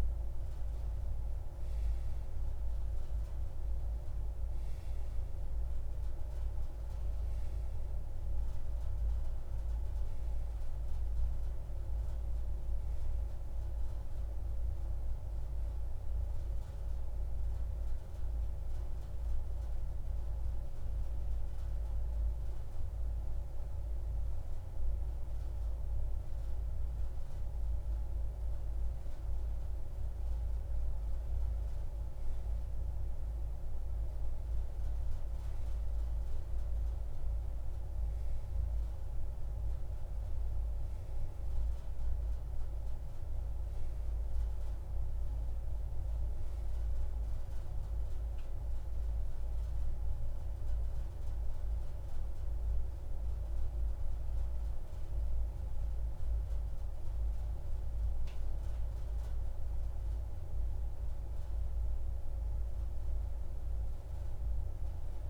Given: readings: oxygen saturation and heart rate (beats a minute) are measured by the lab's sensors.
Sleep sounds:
breathing in sleep, hard to hear, by a room microphone; none
none scored
From the record:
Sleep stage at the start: N1 (lightest sleep); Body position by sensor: on the back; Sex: male

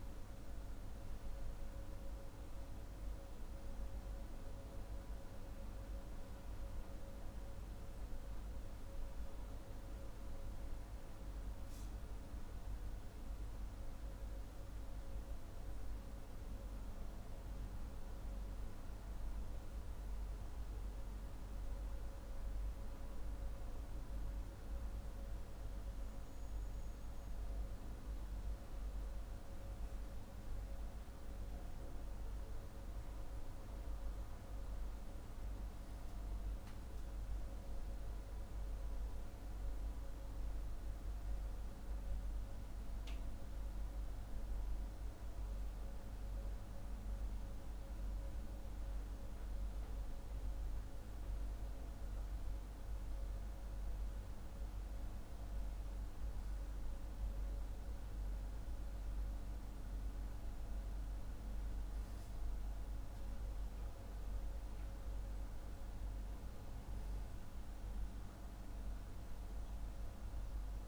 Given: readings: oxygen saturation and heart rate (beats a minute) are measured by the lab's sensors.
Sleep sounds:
breathing in sleep, hard to hear, by a room microphone; none
none scored
From the record:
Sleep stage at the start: N3 (deep sleep); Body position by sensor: on the back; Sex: male

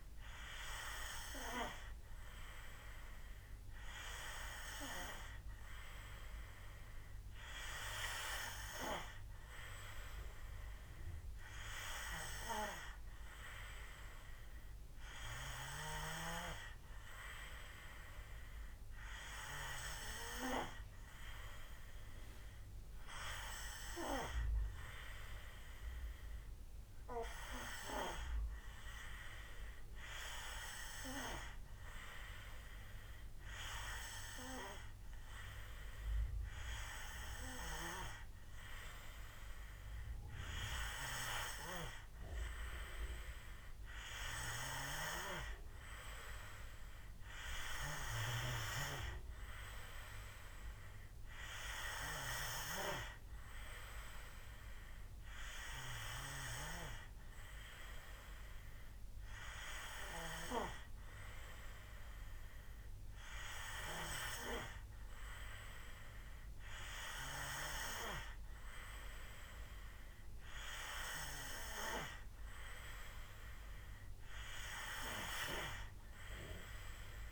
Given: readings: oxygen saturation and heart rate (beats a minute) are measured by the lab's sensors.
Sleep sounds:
breathing in sleep by a room microphone; none
none scored
From the record:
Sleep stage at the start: N2 (light sleep); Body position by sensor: on the back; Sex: male

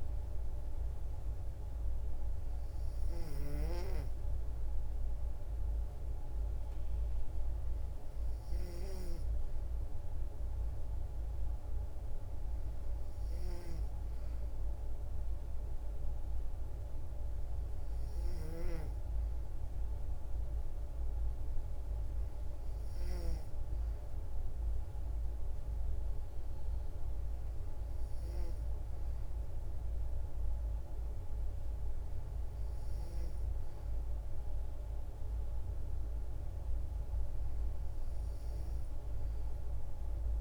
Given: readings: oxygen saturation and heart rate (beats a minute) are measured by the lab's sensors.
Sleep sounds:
breathing in sleep, hard to hear, by a room microphone; none
none scored
From the record:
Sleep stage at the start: N2 (light sleep); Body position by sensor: on the back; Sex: female

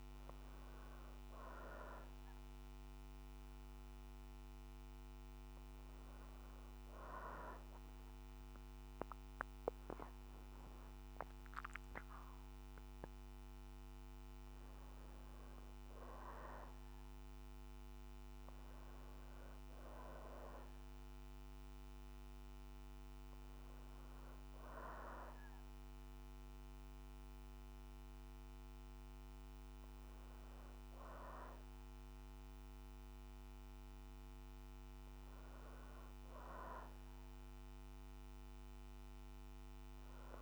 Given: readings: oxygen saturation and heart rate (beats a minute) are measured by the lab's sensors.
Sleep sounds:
breathing in sleep by a microphone on the trachea; none
26.00-31.00 s: oxygen desaturation (device-marked, oxygen 93% before, 90% lowest, heart rate 61 before, 58 extreme)
From the record:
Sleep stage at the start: REM sleep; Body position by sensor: on the back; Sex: female

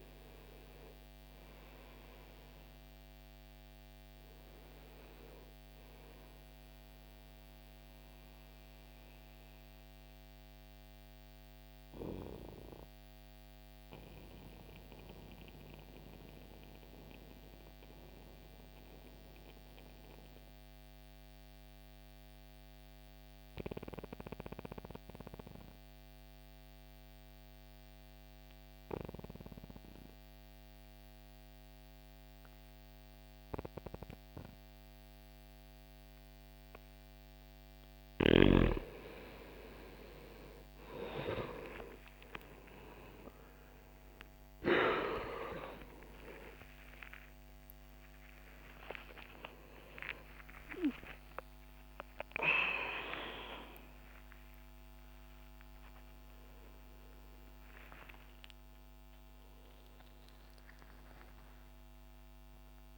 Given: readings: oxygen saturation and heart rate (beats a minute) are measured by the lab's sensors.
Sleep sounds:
a person partly awake in a sleep study, by a microphone on the trachea; 1
0.50-13.50 s: oxygen desaturation (device-marked, oxygen 96% before, 92% lowest, heart rate 62 before, 59 extreme)
6.50-36.00 s: mixed apnea (oxygen 96% before, 91% lowest, heart rate 61 before, 60 extreme, up 14 after)
18.50-24.50 s: oxygen desaturation (device-marked, oxygen 94% before, 91% lowest, heart rate 60 before, 61 extreme)
39.50-62.98 s: new sleep stage, awake
50.50-62.98 s: oxygen desaturation (device-marked, oxygen 96% before, 92% lowest, heart rate 72 before, 81 extreme)
From the record:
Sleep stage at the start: N2 (light sleep); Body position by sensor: on the back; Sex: male

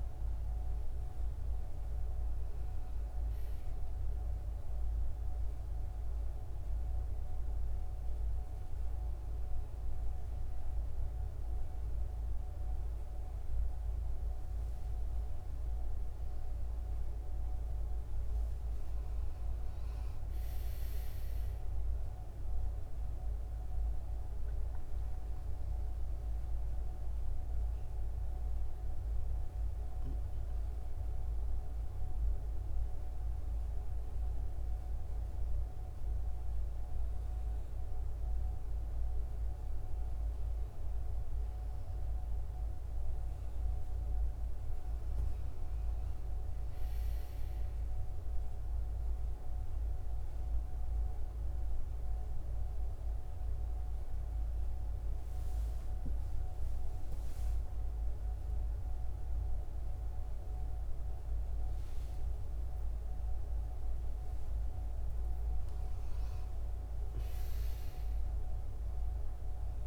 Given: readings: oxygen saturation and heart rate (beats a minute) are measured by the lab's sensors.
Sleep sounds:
breathing in sleep, hard to hear, by a room microphone; none
61.50-65.00 s: arousal
From the record:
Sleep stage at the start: N1 (lightest sleep); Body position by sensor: on the back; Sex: female

